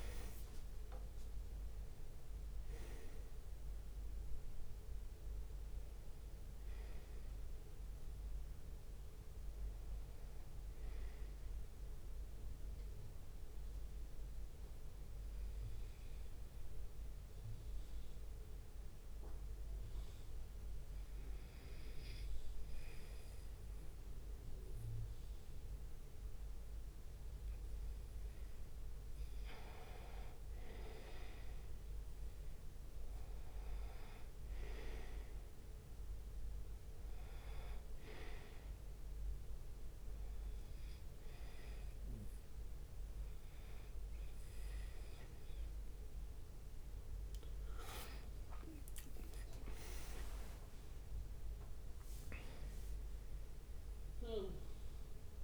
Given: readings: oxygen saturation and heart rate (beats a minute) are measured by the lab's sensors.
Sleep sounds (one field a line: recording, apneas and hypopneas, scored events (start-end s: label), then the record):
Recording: breathing in sleep by a room microphone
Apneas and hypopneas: 1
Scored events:
0.00-1.00 s: arousal
0.00-3.50 s: leg movement (device-marked)
0.00-10.50 s: drop in pulse transit time (device-marked, heart rate 72 extreme)
13.00-29.00 s: hypopnea (oxygen 93% before, 90% lowest, heart rate 74 before, 67 extreme, up 3 after)
18.00-21.00 s: leg movement (device-marked)
25.00-26.00 s: leg movement (device-marked)
28.50-33.50 s: leg movement (device-marked)
31.00-34.50 s: arousal
33.50-52.50 s: oxygen desaturation (device-marked, oxygen 95% before, 90% lowest, heart rate 69 before, 63 extreme)
46.50-55.44 s: new sleep stage, N1 (lightest sleep)
48.00-54.50 s: leg movement (device-marked)
48.50-55.44 s: drop in pulse transit time (device-marked, heart rate 70 before, 63 extreme)
From the record:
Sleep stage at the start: N2 (light sleep)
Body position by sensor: on the right side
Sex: male